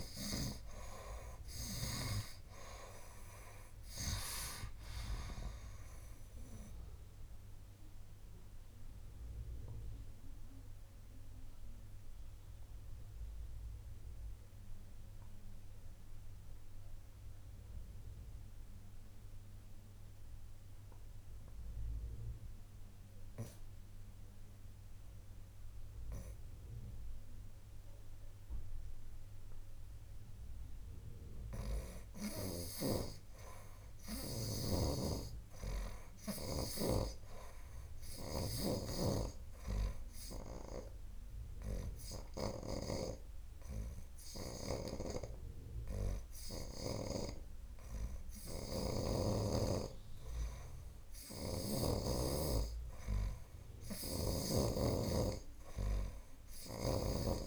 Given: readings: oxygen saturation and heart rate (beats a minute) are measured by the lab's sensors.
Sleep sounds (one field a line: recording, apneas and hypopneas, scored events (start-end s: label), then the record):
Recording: breathing in sleep by a room microphone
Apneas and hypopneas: 2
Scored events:
0.00-2.50 s: snoring (device-marked)
0.00-22.00 s: oxygen desaturation (device-marked, oxygen 72% lowest, heart rate 56 extreme)
8.00-30.50 s: obstructive apnea (oxygen 95% before, 72% lowest, heart rate 74 before, 56 extreme, up 7 after)
33.00-37.00 s: arousal
35.00-43.00 s: snoring (device-marked)
39.00-57.47 s: oxygen desaturation (device-marked, oxygen 97% before, 80% lowest, heart rate 58 before, 63 extreme)
39.50-49.50 s: hypopnea (oxygen 98% before, 70% lowest, heart rate 58 before, 64 extreme, up 0 after)
45.00-52.00 s: snoring (device-marked)
52.00-56.50 s: arousal
From the record:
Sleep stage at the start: N2 (light sleep)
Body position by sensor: on the right side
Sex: male